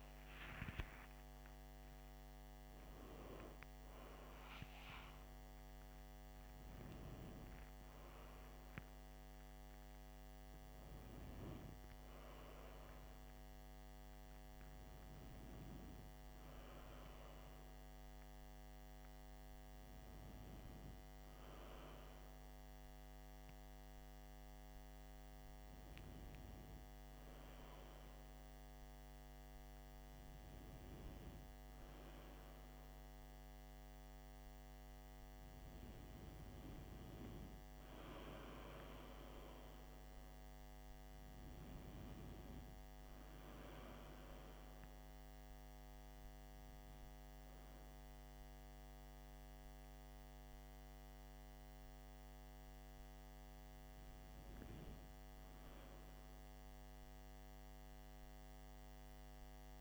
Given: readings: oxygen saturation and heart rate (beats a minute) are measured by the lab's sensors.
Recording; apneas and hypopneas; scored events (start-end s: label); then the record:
a person partly awake in a sleep study, hard to hear, by a microphone on the trachea; none
14.00-59.81 s: new sleep stage, N1 (lightest sleep)
From the record:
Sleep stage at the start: awake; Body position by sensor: on the back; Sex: male